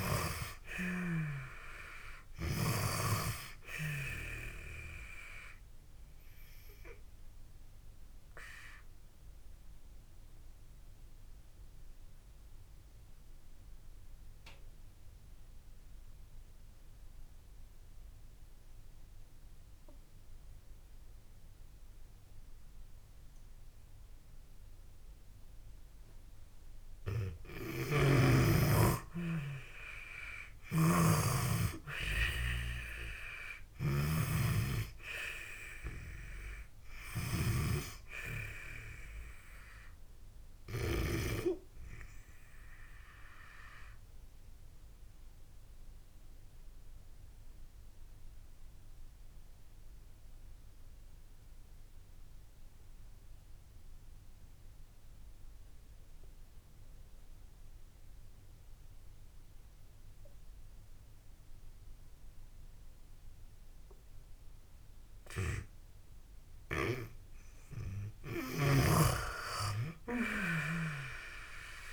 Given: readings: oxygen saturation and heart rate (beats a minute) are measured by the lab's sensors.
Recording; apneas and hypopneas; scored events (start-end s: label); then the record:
breathing in sleep by a room microphone; 2
0.00-2.50 s: arousal
6.00-26.50 s: obstructive apnea (oxygen 97% before, 84% lowest)
12.50-29.50 s: oxygen desaturation (device-marked, oxygen 96% before, 86% lowest)
27.50-37.50 s: snoring (device-marked)
30.00-34.50 s: arousal
42.00-65.00 s: obstructive apnea (oxygen 96% before, 84% lowest)
42.50-64.50 s: oxygen desaturation (device-marked, oxygen 95% before, 84% lowest)
67.00-71.00 s: arousal
68.50-71.93 s: snoring (device-marked)
From the record:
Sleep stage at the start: N2 (light sleep); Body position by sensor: on the back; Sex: female